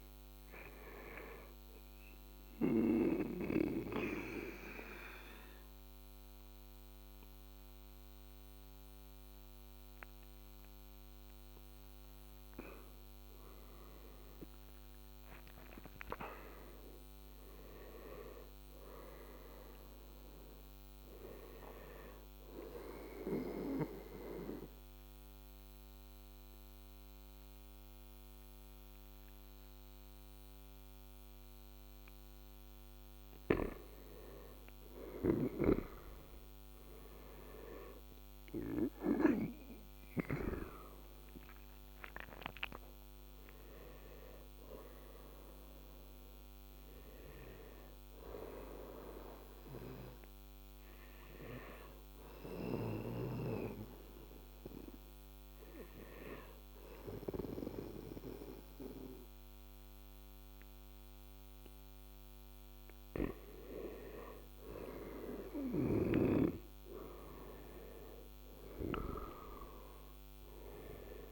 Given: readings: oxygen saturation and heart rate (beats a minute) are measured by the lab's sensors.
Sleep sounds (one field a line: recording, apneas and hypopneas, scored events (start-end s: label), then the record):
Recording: breathing in sleep by a microphone on the trachea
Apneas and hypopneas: 3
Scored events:
2.00-12.00 s: obstructive apnea (oxygen 96% before, 92% lowest, heart rate 86 before, 86 extreme, up 8 after)
13.50-18.50 s: arousal
22.50-32.50 s: obstructive apnea (oxygen 96% before, 90% lowest, heart rate 89 before, 84 extreme, up 3 after)
34.00-39.00 s: arousal
39.00-53.00 s: oxygen desaturation (device-marked, oxygen 96% before, 92% lowest, heart rate 89 before, 84 extreme)
49.00-61.00 s: hypopnea (oxygen 96% before, 90% lowest, heart rate 89 before, 85 extreme, up 4 after)
62.50-66.50 s: arousal
66.00-71.32 s: oxygen desaturation (device-marked, oxygen 96% before, 90% lowest, heart rate 88 before, 83 extreme)
From the record:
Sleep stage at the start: N2 (light sleep)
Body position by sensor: on the right side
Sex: male